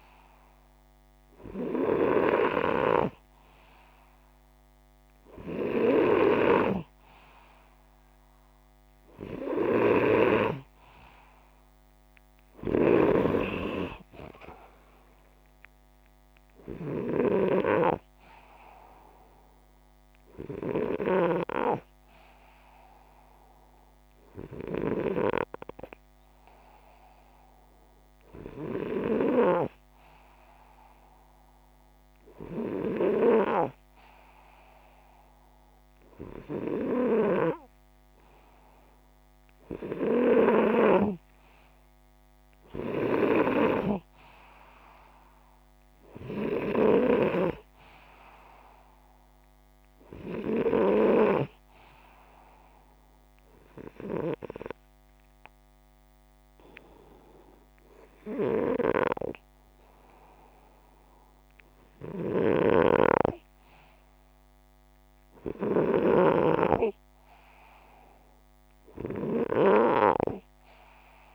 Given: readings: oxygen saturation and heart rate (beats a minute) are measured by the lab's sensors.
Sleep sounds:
breathing in sleep by a microphone on the trachea; 1
0.00-12.50 s: oxygen desaturation (device-marked, oxygen 93% lowest)
51.00-62.00 s: hypopnea (oxygen 97% before, 82% lowest, heart rate 158 before, 90 extreme)
61.50-65.50 s: snoring (device-marked)
63.50-69.50 s: oxygen desaturation (device-marked, oxygen 99% before, 95% lowest, heart rate 194 before, 48 extreme)
64.00-67.50 s: arousal
From the record:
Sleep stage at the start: N2 (light sleep); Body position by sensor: upright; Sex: male

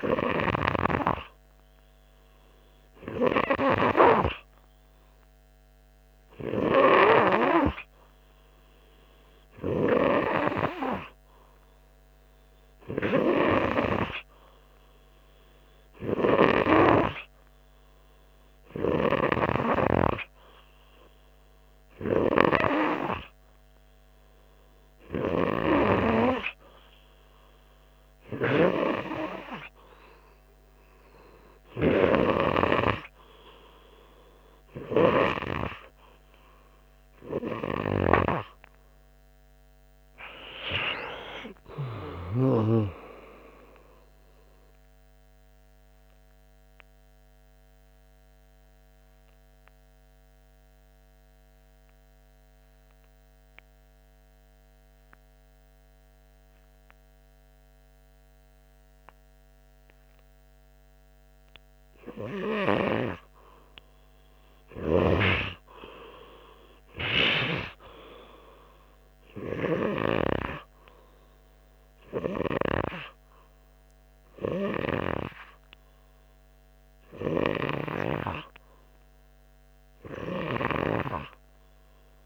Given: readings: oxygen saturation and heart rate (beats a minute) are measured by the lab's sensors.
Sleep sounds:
breathing in sleep by a microphone on the trachea; 1
41.00-44.50 s: arousal
46.50-62.50 s: obstructive apnea (oxygen 95% before, 93% lowest, heart rate 94 before, 91 extreme, up 8 after)
65.00-69.00 s: arousal
From the record:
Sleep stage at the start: N2 (light sleep); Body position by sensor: on the front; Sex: male

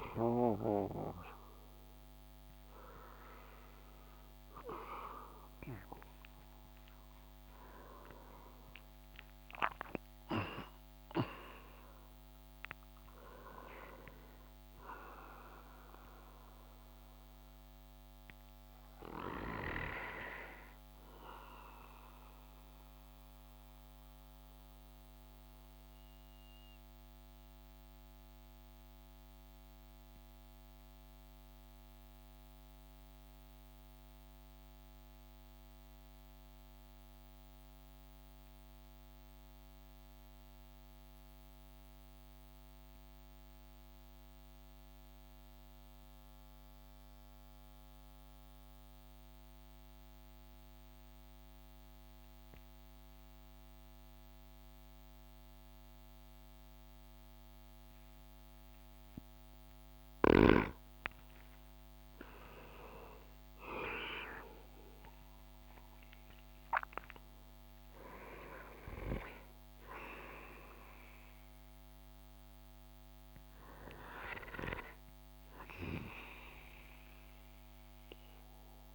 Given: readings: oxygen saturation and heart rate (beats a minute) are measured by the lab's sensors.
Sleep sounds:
breathing in sleep by a microphone on the trachea; 1
8.50-13.00 s: arousal
22.00-60.00 s: mixed apnea (oxygen 97% before, 91% lowest)
51.00-78.94 s: oxygen desaturation (device-marked, oxygen 98% before, 91% lowest)
61.50-66.50 s: arousal
From the record:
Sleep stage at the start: N2 (light sleep); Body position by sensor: on the back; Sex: male

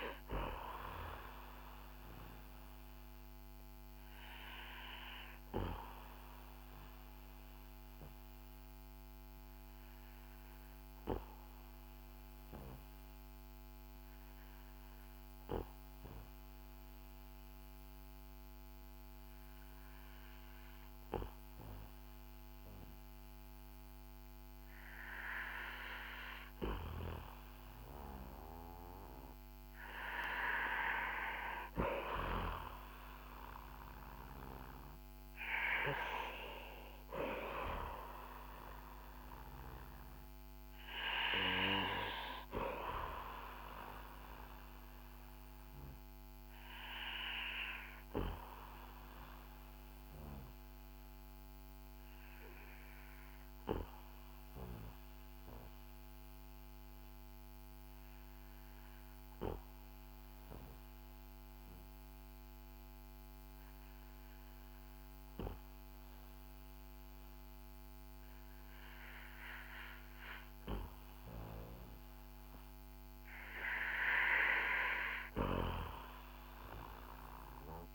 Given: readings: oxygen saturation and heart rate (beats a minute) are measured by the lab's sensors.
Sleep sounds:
breathing in sleep by a microphone on the trachea; 2
4.50-29.00 s: obstructive apnea (oxygen 95% before, 90% lowest, heart rate 56 before, 48 extreme, up 7 after)
32.50-36.00 s: arousal
33.50-65.50 s: oxygen desaturation (device-marked, oxygen 95% before, 90% lowest, heart rate 54 before, 49 extreme)
47.50-73.00 s: obstructive apnea (oxygen 96% before, 90% lowest, heart rate 58 before, 49 extreme, up 6 after)
75.50-77.95 s: arousal
From the record:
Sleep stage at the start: N2 (light sleep); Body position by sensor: on the back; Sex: male

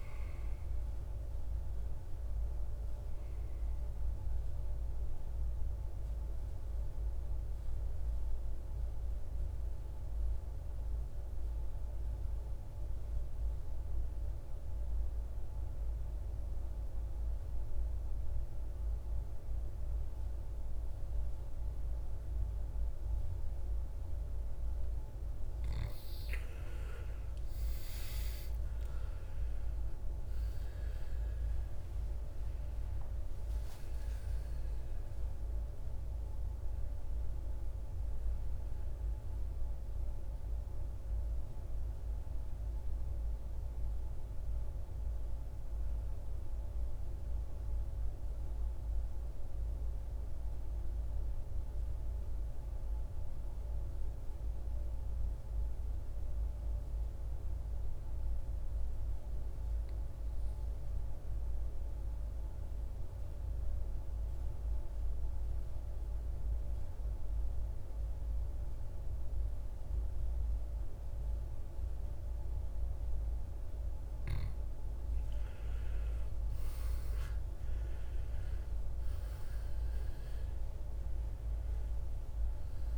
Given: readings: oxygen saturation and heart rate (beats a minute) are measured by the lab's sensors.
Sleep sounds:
breathing in sleep, hard to hear, by a room microphone; 2
0.00-11.50 s: oxygen desaturation (device-marked, oxygen 94% lowest, heart rate 58 extreme)
4.00-25.00 s: obstructive apnea (oxygen 99% before, 88% lowest, heart rate 57 before, 56 extreme, up 12 after)
26.50-41.50 s: oxygen desaturation (device-marked, oxygen 97% before, 90% lowest, heart rate 60 before, 54 extreme)
28.00-32.50 s: arousal
46.50-73.00 s: mixed apnea (oxygen 97% before, 86% lowest, heart rate 67 before, 54 extreme, up 14 after)
69.50-82.98 s: oxygen desaturation (device-marked, oxygen 99% before, 86% lowest, heart rate 57 before, 56 extreme)
75.00-79.50 s: arousal
From the record:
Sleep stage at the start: N2 (light sleep); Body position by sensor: on the right side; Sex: male

